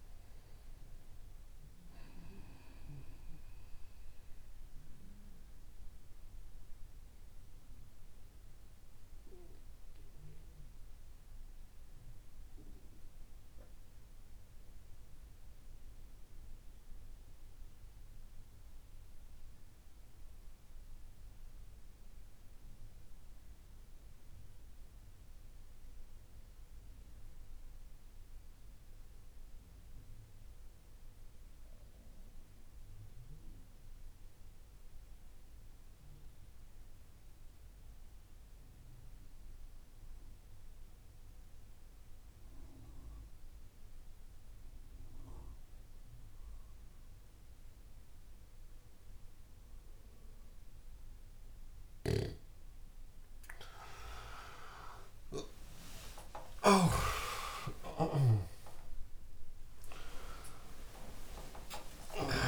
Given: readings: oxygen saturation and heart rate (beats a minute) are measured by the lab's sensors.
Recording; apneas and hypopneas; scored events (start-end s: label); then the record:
breathing in sleep by a room microphone; 1
0.00-3.50 s: oxygen desaturation (device-marked, oxygen 90% lowest)
3.00-53.00 s: mixed apnea (oxygen 95% before, 88% lowest)
31.50-62.48 s: oxygen desaturation (device-marked, oxygen 98% before, 90% lowest)
51.50-62.48 s: snoring (device-marked)
53.50-62.48 s: new sleep stage, awake
From the record:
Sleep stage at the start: N2 (light sleep); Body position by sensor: on the back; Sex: male